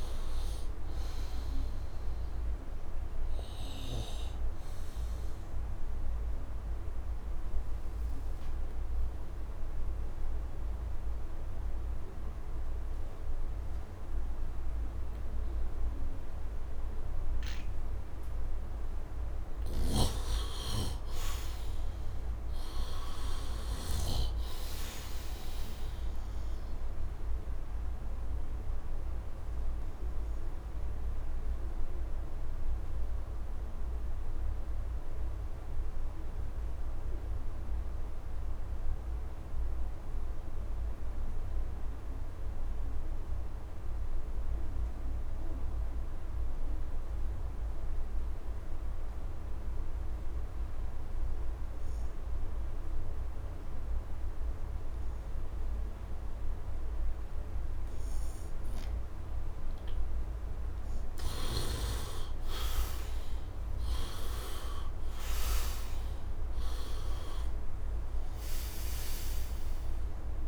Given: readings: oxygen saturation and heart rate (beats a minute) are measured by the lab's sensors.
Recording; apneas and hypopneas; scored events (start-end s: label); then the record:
breathing in sleep by a room microphone; 2
6.50-19.00 s: obstructive apnea (oxygen 96% before, 79% lowest, heart rate 80 before, 74 extreme, up 7 after)
19.50-24.00 s: snoring (device-marked)
20.00-24.00 s: arousal
23.00-50.00 s: oxygen desaturation (device-marked, oxygen 96% before, 86% lowest, heart rate 78 before, 74 extreme)
29.00-58.50 s: obstructive apnea (oxygen 96% before, 76% lowest, heart rate 79 before, 72 extreme, up 8 after)
52.00-70.47 s: oxygen desaturation (device-marked, oxygen 99% before, 76% lowest, heart rate 76 before, 72 extreme)
61.50-65.00 s: arousal
From the record:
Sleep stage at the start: N2 (light sleep); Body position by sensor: on the right side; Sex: male